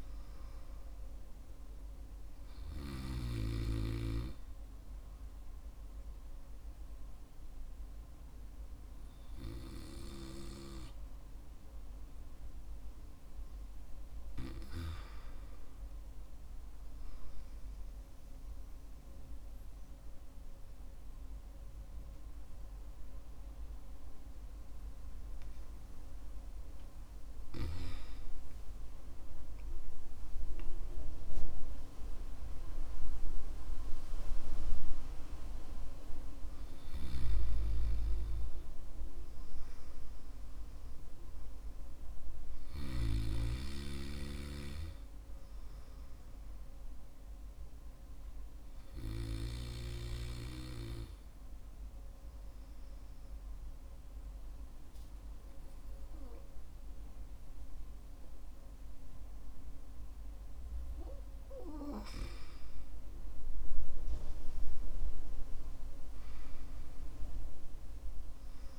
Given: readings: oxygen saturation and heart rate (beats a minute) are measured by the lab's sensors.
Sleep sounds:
breathing in sleep by a room microphone; 2
2.00-14.00 s: hypopnea (oxygen 96% before, 94% lowest, heart rate 57 before, 56 extreme, up 2 after)
16.00-20.50 s: arousal
33.50-38.00 s: arousal
47.50-61.00 s: hypopnea (oxygen 95% before, 93% lowest, heart rate 60 before, 50 extreme, up 7 after)
63.50-67.50 s: arousal
From the record:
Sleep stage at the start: N2 (light sleep); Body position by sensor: on the back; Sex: male

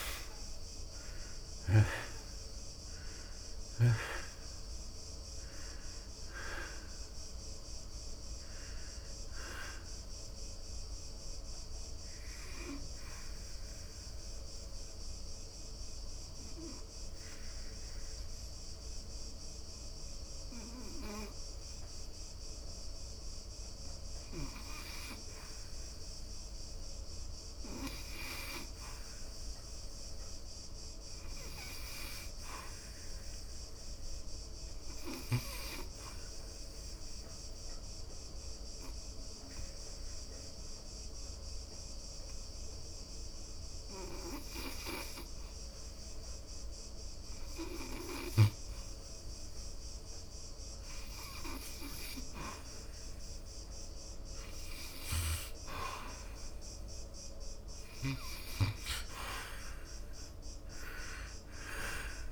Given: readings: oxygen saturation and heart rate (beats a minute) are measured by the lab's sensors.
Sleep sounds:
breathing in sleep by a room microphone; 2
0.00-3.00 s: arousal
0.00-28.00 s: oxygen desaturation (device-marked, oxygen 73% lowest, heart rate 63 extreme)
13.50-23.50 s: obstructive apnea (oxygen 95% before, 73% lowest, heart rate 75 before, 63 extreme, up 3 after)
28.50-33.00 s: arousal
36.50-50.00 s: hypopnea (oxygen 98% before, 80% lowest, heart rate 74 before, 63 extreme, up 8 after)
37.00-62.31 s: oxygen desaturation (device-marked, oxygen 98% before, 80% lowest, heart rate 74 before, 61 extreme)
54.50-59.00 s: arousal
From the record:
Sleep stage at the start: N2 (light sleep); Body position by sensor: on the back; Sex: male

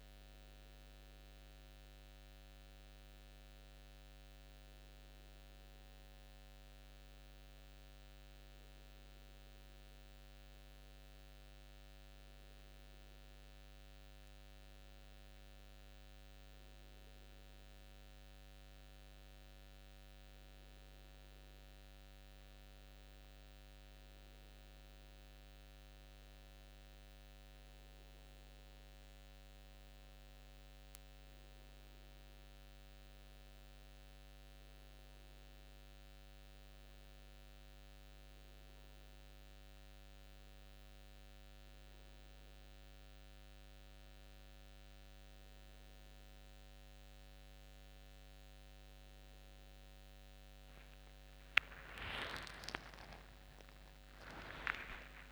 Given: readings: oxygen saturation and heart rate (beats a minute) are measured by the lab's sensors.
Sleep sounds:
breathing in sleep, hard to hear, by a microphone on the trachea; none
none scored
From the record:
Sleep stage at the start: N1 (lightest sleep); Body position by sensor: on the back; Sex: male

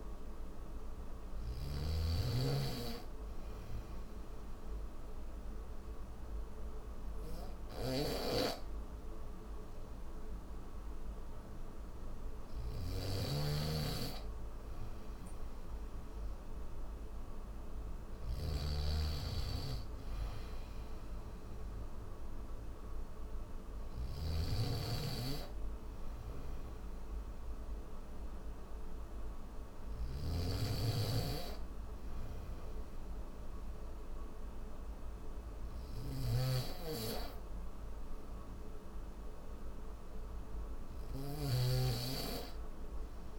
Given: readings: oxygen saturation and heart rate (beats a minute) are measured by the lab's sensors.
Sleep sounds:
breathing in sleep by a room microphone; none
0.00-1.50 s: snoring (device-marked)
7.50-43.39 s: snoring (device-marked)
43.00-43.39 s: new sleep stage, N2 (light sleep)
From the record:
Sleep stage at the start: N1 (lightest sleep); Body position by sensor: on the back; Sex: male

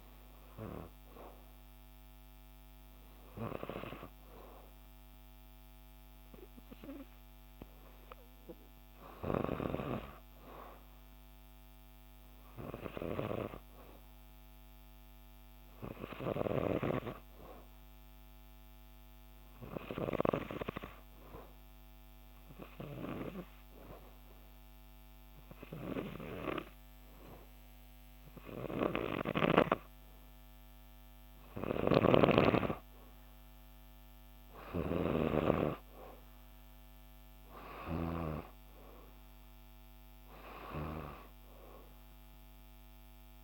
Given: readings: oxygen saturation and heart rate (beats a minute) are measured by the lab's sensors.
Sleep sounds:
breathing in sleep by a microphone on the trachea; 1
18.50-32.50 s: obstructive apnea (oxygen 94% before, 88% lowest, heart rate 61 before, 60 extreme, up 3 after)
35.50-39.00 s: arousal
38.50-43.44 s: oxygen desaturation (device-marked, oxygen 93% before, 88% lowest, heart rate 61 before, 60 extreme)
From the record:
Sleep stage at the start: N2 (light sleep); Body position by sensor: on the right side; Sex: female

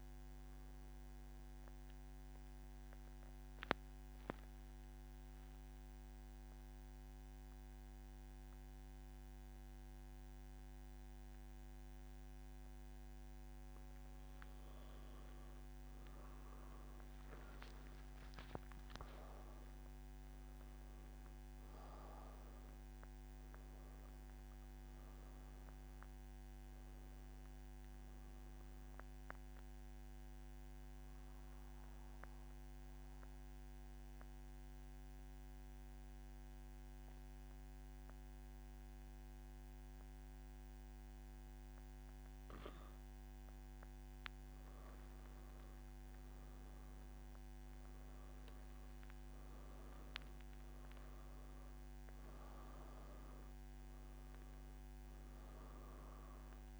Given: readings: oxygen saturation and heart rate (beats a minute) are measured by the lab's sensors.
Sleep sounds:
breathing in sleep, hard to hear, by a microphone on the trachea; 2
0.00-16.50 s: oxygen desaturation (device-marked, oxygen 91% lowest, heart rate 116 extreme)
0.50-15.00 s: central apnea (oxygen 95% before, 91% lowest, heart rate 119 before, 116 extreme, up 14 after)
32.00-44.00 s: central apnea (oxygen 96% before, 93% lowest, heart rate 124 before, 120 extreme, up 8 after)
From the record:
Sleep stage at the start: N2 (light sleep); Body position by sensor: on the back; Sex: male

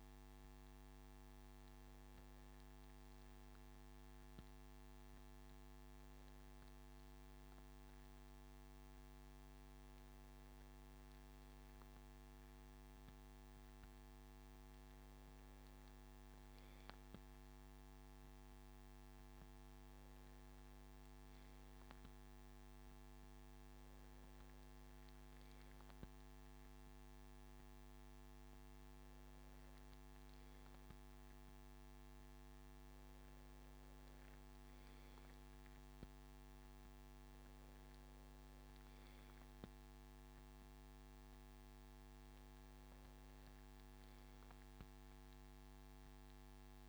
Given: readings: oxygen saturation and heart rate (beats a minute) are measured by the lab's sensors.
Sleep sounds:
breathing in sleep, hard to hear, by a microphone on the trachea; none
none scored
From the record:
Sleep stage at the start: N2 (light sleep); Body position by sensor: on the left side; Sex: male

